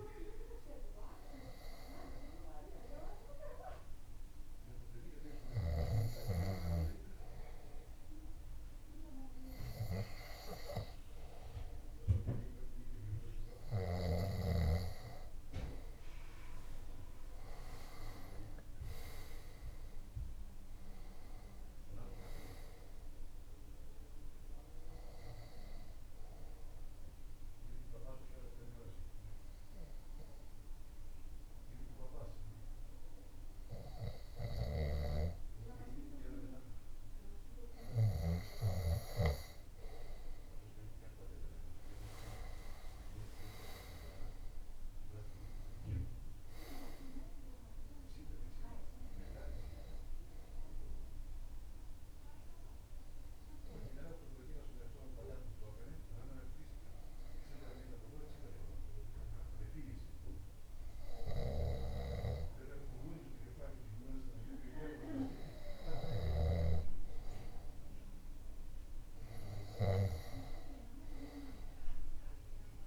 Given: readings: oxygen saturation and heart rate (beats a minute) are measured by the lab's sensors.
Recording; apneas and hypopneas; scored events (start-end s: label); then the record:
breathing in sleep by a room microphone; 2
17.50-21.00 s: arousal
19.50-32.50 s: oxygen desaturation (device-marked, oxygen 100% before, 96% lowest)
25.00-36.50 s: obstructive apnea (oxygen 100% before, 96% lowest)
40.50-44.00 s: arousal
49.50-64.50 s: hypopnea (oxygen 99% before, 96% lowest)
67.00-70.50 s: arousal
From the record:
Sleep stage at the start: N2 (light sleep); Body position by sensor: on the left side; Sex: male